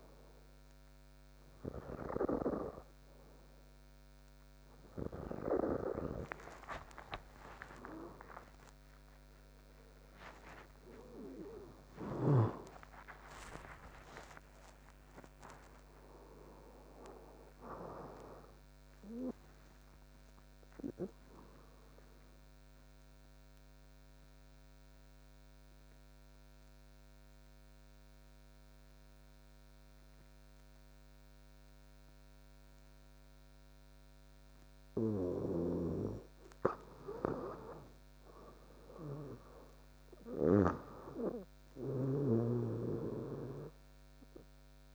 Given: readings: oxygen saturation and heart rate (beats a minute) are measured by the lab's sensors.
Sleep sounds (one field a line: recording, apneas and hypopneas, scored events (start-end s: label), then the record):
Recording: breathing in sleep by a microphone on the trachea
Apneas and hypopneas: none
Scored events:
6.00-8.00 s: long interval between heartbeats (device-marked, heart rate 68 before, 75 extreme)
11.50-44.95 s: new sleep stage, N2 (light sleep)
12.50-18.00 s: arousal
14.50-16.50 s: long interval between heartbeats (device-marked, heart rate 74 before, 94 extreme)
17.50-19.50 s: long interval between heartbeats (device-marked, heart rate 78 before, 104 extreme)
38.50-42.00 s: arousal
From the record:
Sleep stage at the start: N3 (deep sleep)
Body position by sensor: on the back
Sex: female